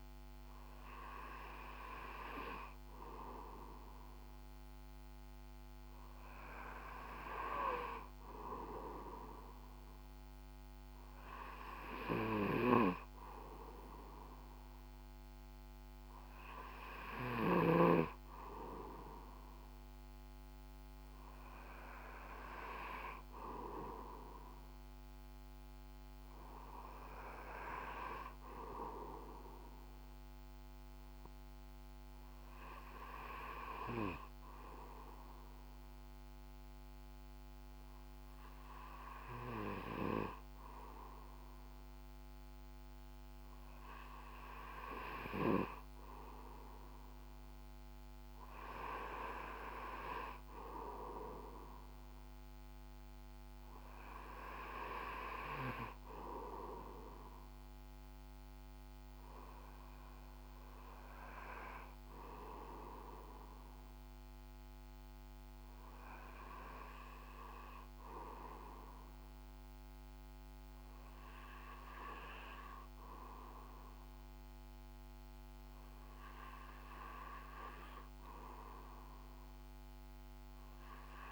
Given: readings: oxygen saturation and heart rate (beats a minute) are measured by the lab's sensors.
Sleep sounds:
breathing in sleep by a microphone on the trachea; none
none scored
From the record:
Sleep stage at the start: REM sleep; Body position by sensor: on the back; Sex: male

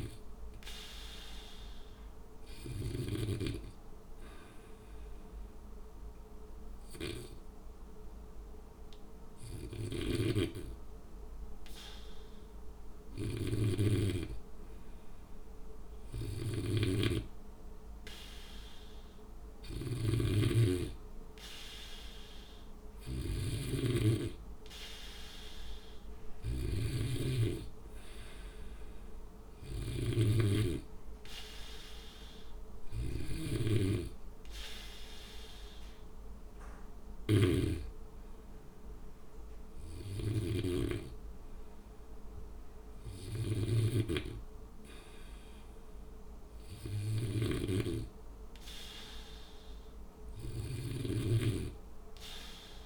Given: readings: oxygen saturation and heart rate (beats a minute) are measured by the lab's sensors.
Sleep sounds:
breathing in sleep by a room microphone; 1
4.00-14.00 s: obstructive apnea (oxygen 95% before, 93% lowest, heart rate 60 before, 60 extreme, up 2 after)
16.00-44.00 s: snoring (device-marked)
18.50-22.50 s: arousal
50.50-52.86 s: snoring (device-marked)
From the record:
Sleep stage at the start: N2 (light sleep); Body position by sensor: on the back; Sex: male

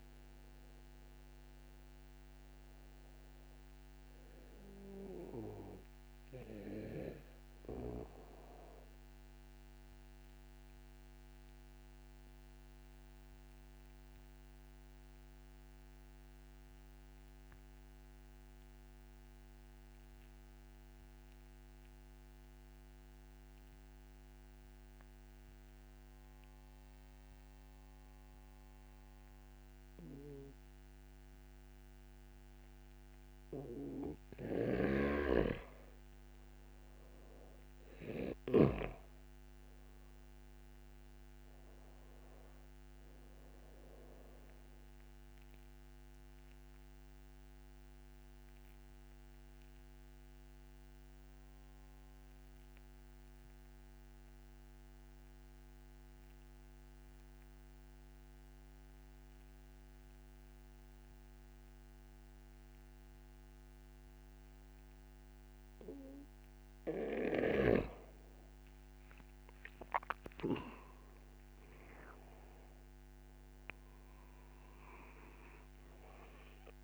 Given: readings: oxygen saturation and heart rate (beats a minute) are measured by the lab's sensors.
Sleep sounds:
breathing in sleep by a microphone on the trachea; 2
0.00-19.50 s: oxygen desaturation (device-marked, oxygen 88% lowest, heart rate 59 extreme)
10.50-33.50 s: obstructive apnea (oxygen 97% before, 88% lowest, heart rate 62 before, 61 extreme, up 3 after)
34.50-39.00 s: snoring (device-marked)
34.50-59.50 s: oxygen desaturation (device-marked, oxygen 97% before, 89% lowest, heart rate 67 before, 59 extreme)
39.00-43.50 s: arousal
46.00-66.50 s: obstructive apnea (oxygen 97% before, 89% lowest, heart rate 63 before, 59 extreme, up 12 after)
70.50-76.84 s: new sleep stage, awake
73.50-76.84 s: oxygen desaturation (device-marked, oxygen 96% before, 90% lowest, heart rate 63 before, 62 extreme)
From the record:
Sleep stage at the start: N2 (light sleep); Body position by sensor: on the back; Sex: male

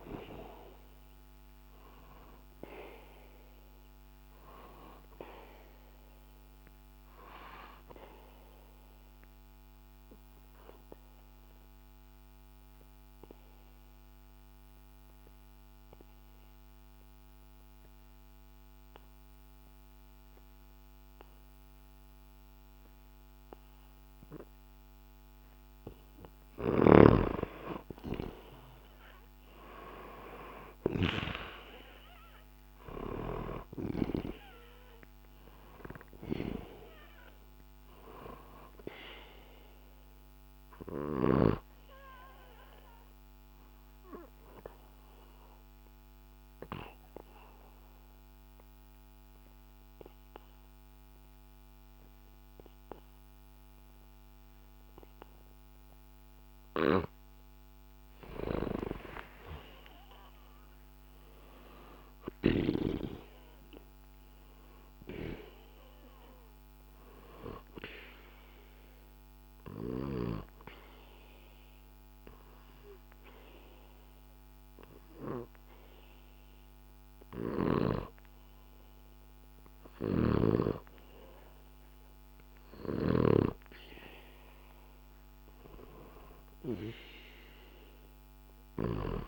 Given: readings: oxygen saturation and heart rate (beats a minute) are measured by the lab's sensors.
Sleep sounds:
breathing in sleep by a microphone on the trachea; 3
0.00-16.50 s: oxygen desaturation (device-marked, oxygen 91% lowest, heart rate 57 extreme)
6.50-26.00 s: obstructive apnea (oxygen 98% before, 91% lowest, heart rate 65 before, 57 extreme, up 5 after)
26.50-31.00 s: snoring (device-marked)
27.50-31.00 s: arousal
31.50-55.50 s: oxygen desaturation (device-marked, oxygen 98% before, 91% lowest, heart rate 64 before, 63 extreme)
42.50-57.00 s: obstructive apnea (oxygen 98% before, 91% lowest, heart rate 65 before, 63 extreme, up 0 after)
58.00-61.50 s: arousal
67.50-82.50 s: obstructive apnea (oxygen 98% before, 91% lowest, heart rate 67 before, 63 extreme, up 2 after)
70.50-81.50 s: oxygen desaturation (device-marked, oxygen 98% before, 93% lowest, heart rate 66 before, 63 extreme)
84.50-88.50 s: arousal
From the record:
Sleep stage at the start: N2 (light sleep); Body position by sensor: on the back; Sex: male

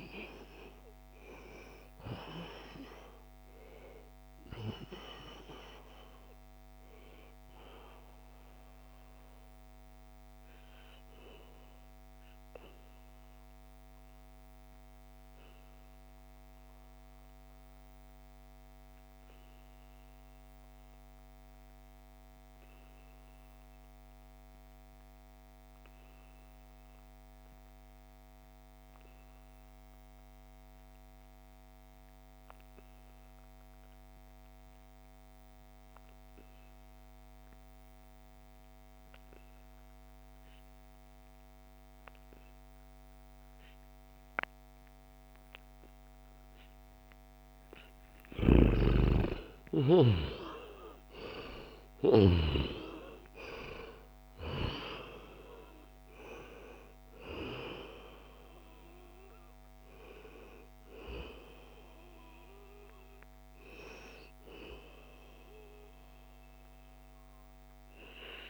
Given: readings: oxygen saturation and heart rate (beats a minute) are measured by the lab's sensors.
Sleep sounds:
breathing in sleep by a microphone on the trachea; 1
0.00-19.00 s: oxygen desaturation (device-marked, oxygen 86% lowest, heart rate 62 extreme)
8.00-47.50 s: obstructive apnea (oxygen 96% before, 86% lowest, heart rate 75 before, 62 extreme, up 17 after)
37.00-68.50 s: oxygen desaturation (device-marked, oxygen 97% before, 86% lowest, heart rate 69 before, 63 extreme)
48.00-52.00 s: snoring (device-marked)
48.50-52.50 s: arousal
From the record:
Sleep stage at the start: N2 (light sleep); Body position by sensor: on the back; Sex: male

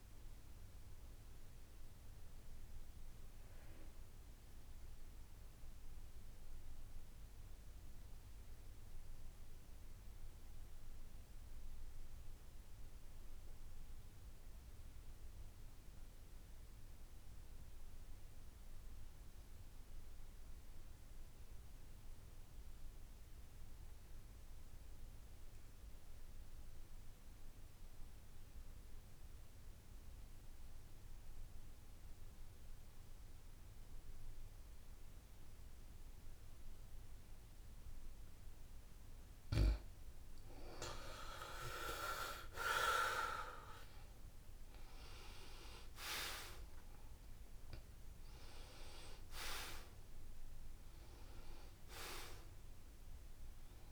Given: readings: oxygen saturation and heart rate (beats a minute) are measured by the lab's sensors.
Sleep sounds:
breathing in sleep by a room microphone; 1
2.00-40.00 s: mixed apnea (oxygen 97% before, 79% lowest, heart rate 74 before, 66 extreme, up 6 after)
20.00-53.92 s: oxygen desaturation (device-marked, oxygen 95% before, 79% lowest, heart rate 69 before, 66 extreme)
30.50-32.50 s: long interval between heartbeats (device-marked, heart rate 71 before, 73 extreme)
34.50-36.50 s: long interval between heartbeats (device-marked, heart rate 72 before, 74 extreme)
44.50-49.50 s: arousal
From the record:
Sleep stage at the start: N2 (light sleep); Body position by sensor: on the back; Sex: male

